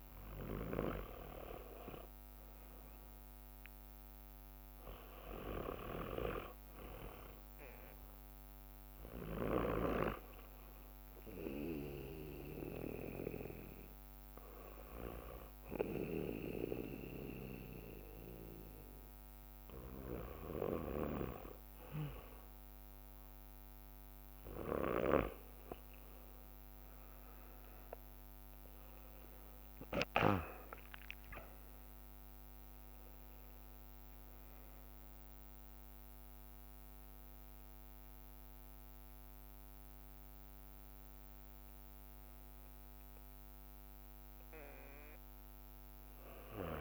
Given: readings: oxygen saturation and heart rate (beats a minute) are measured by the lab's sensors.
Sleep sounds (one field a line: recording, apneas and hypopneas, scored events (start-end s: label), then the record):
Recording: breathing in sleep by a microphone on the trachea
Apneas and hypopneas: 1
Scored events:
0.00-4.00 s: bradycardia (device-marked, heart rate 57 extreme)
4.00-8.50 s: arousal
6.00-9.00 s: bradycardia (device-marked, heart rate 61 before, 59 extreme)
11.00-13.00 s: bradycardia (device-marked, heart rate 61 before, 59 extreme)
11.50-23.00 s: hypopnea (oxygen 94% before, 92% lowest, heart rate 59 before, 57 extreme, up 4 after)
14.00-18.00 s: bradycardia (device-marked, heart rate 61 before, 59 extreme)
26.50-32.00 s: arousal
27.00-29.00 s: leg movement (device-marked)
38.00-46.81 s: bradycardia (device-marked, heart rate 61 before, 57 extreme)
From the record:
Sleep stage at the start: N2 (light sleep)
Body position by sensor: on the back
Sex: male